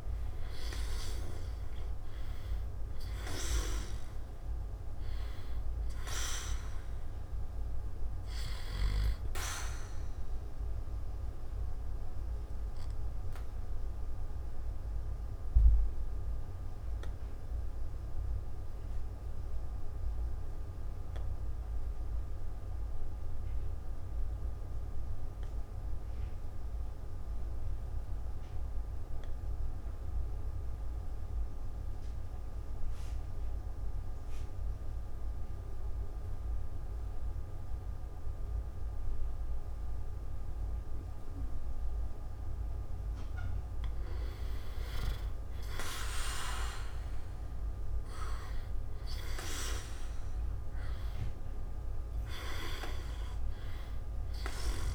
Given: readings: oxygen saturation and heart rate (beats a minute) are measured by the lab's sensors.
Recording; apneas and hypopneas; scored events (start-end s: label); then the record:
breathing in sleep by a room microphone; 1
0.00-1.50 s: arousal
8.00-11.00 s: oxygen desaturation (device-marked, oxygen 97% before, 94% lowest, heart rate 52 before, 54 extreme)
13.00-42.00 s: obstructive apnea (oxygen 98% before, 89% lowest, heart rate 53 before, 50 extreme, up 0 after)
19.00-35.00 s: oxygen desaturation (device-marked, oxygen 95% before, 89% lowest, heart rate 55 before, 50 extreme)
43.00-47.00 s: arousal
From the record:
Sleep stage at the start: N2 (light sleep); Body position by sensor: on the back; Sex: male